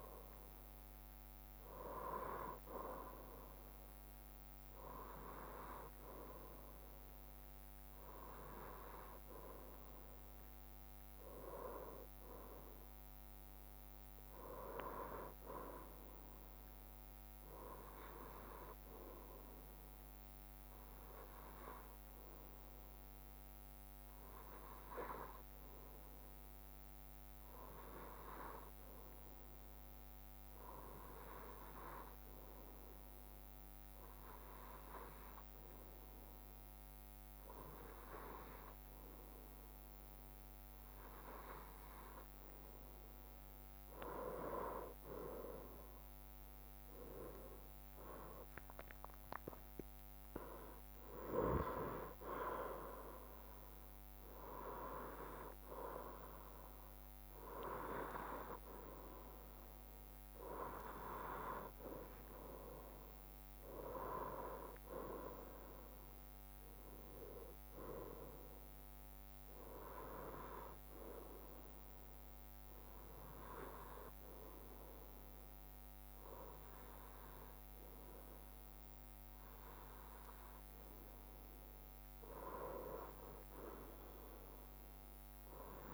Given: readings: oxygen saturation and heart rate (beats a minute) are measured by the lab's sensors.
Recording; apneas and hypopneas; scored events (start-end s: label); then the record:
breathing in sleep by a microphone on the trachea; 2
0.00-2.50 s: drop in pulse transit time (device-marked, heart rate 66 extreme)
20.00-39.00 s: hypopnea (oxygen 99% before, 95% lowest, heart rate 66 before, 62 extreme, up 5 after)
41.50-55.50 s: drop in pulse transit time (device-marked, heart rate 63 before, 63 extreme)
42.50-47.00 s: arousal
70.50-80.50 s: hypopnea (oxygen 96% before, 93% lowest, heart rate 65 before, 63 extreme, up 4 after)
84.00-85.94 s: arousal
From the record:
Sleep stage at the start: N2 (light sleep); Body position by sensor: on the right side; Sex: male